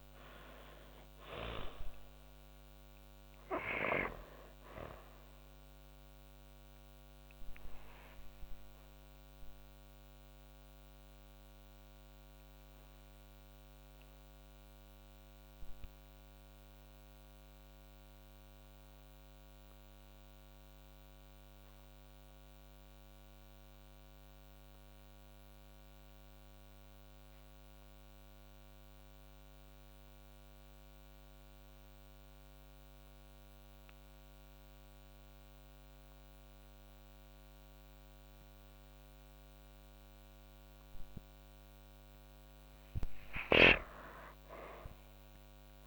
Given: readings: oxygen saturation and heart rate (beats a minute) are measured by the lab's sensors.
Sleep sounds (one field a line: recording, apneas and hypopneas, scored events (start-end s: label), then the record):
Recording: breathing in sleep by a microphone on the trachea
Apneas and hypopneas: 1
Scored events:
0.00-22.50 s: oxygen desaturation (device-marked, oxygen 80% lowest, heart rate 25 extreme)
7.50-41.50 s: obstructive apnea (oxygen 98% before, 80% lowest)
41.50-45.87 s: oxygen desaturation (device-marked, oxygen 97% before, 82% lowest)
44.00-45.87 s: arousal
From the record:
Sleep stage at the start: N2 (light sleep)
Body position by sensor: on the back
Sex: female